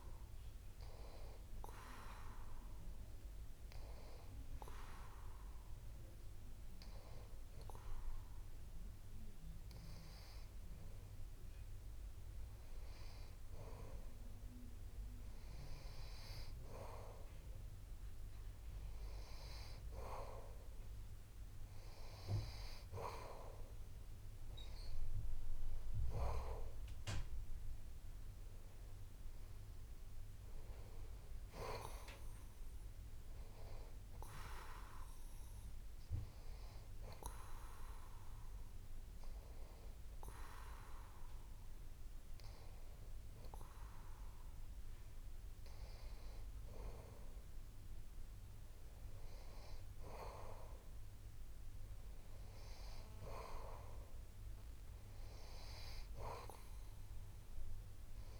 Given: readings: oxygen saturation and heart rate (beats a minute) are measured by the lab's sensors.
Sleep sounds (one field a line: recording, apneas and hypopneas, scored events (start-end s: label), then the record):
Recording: breathing in sleep by a room microphone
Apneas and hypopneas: 2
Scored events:
3.00-14.00 s: hypopnea (oxygen 93% before, 90% lowest)
16.50-19.00 s: arousal
36.00-46.50 s: hypopnea (oxygen 93% before, 90% lowest)
48.50-52.00 s: arousal
From the record:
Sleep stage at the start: N2 (light sleep)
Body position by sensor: on the back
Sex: male